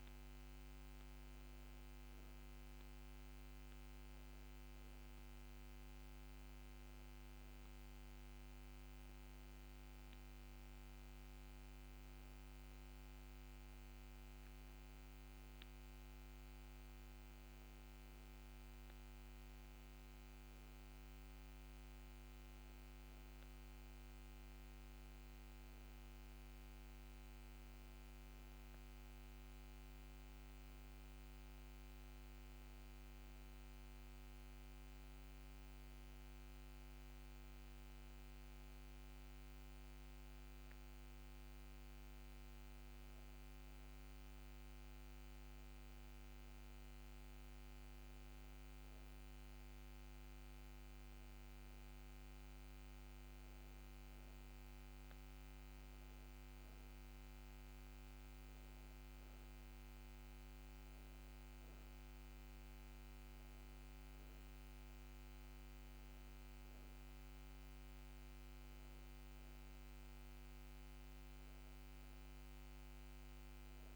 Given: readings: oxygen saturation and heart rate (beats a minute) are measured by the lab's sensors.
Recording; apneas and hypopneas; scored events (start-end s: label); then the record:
breathing in sleep, hard to hear, by a microphone on the trachea; none
none scored
From the record:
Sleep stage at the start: N1 (lightest sleep); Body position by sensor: on the back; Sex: female